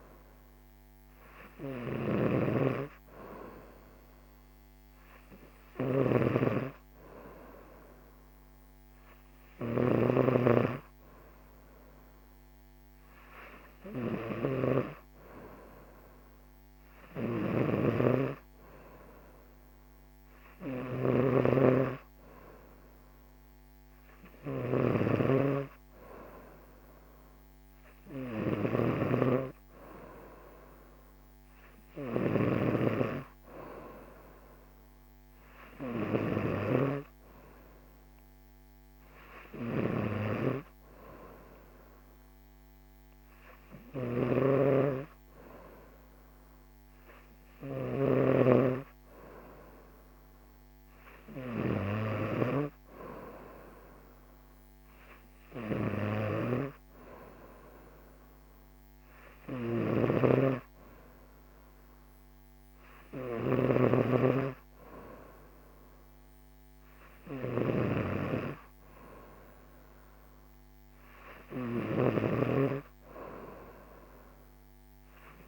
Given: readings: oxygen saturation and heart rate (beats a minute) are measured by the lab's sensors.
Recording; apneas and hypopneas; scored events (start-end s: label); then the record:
breathing in sleep by a microphone on the trachea; none
0.00-75.48 s: snoring (device-marked)
From the record:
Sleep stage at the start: N3 (deep sleep); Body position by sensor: on the right side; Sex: female